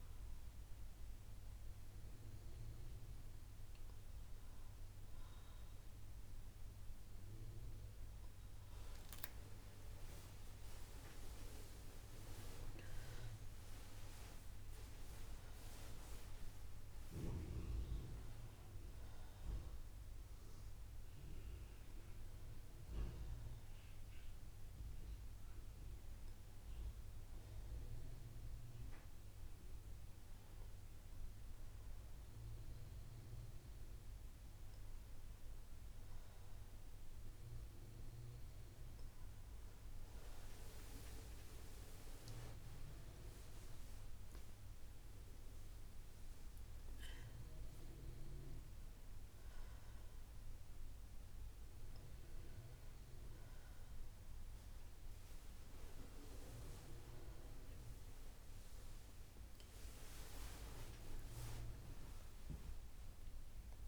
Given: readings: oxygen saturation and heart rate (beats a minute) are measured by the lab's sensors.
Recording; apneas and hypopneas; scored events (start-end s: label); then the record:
breathing in sleep by a room microphone; 1
9.50-14.00 s: arousal
24.50-38.00 s: hypopnea (oxygen 94% before, 91% lowest, heart rate 68 before, 62 extreme, up 4 after)
40.00-43.50 s: arousal
From the record:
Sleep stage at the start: N2 (light sleep); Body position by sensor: on the right side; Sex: female